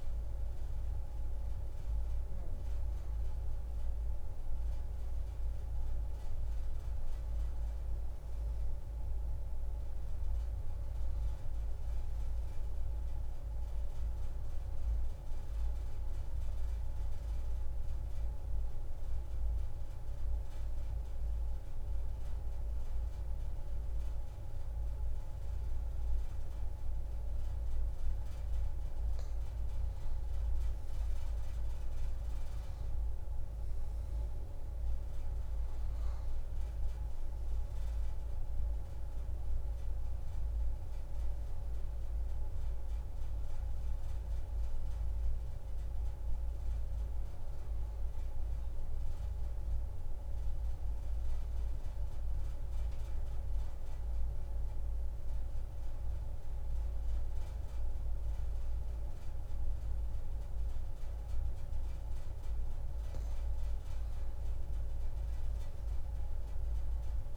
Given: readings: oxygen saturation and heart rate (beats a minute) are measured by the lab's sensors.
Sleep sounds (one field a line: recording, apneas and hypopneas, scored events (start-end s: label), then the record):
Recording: breathing in sleep, hard to hear, by a room microphone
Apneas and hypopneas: 2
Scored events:
0.00-20.50 s: oxygen desaturation (device-marked, oxygen 93% lowest)
3.00-8.00 s: arousal
15.50-29.00 s: obstructive apnea (oxygen 98% before, 92% lowest)
30.00-35.50 s: arousal
34.50-48.50 s: oxygen desaturation (device-marked, oxygen 96% before, 92% lowest)
46.00-62.00 s: obstructive apnea (oxygen 96% before, 88% lowest)
64.50-67.37 s: arousal
From the record:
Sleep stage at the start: N2 (light sleep)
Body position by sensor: on the back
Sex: female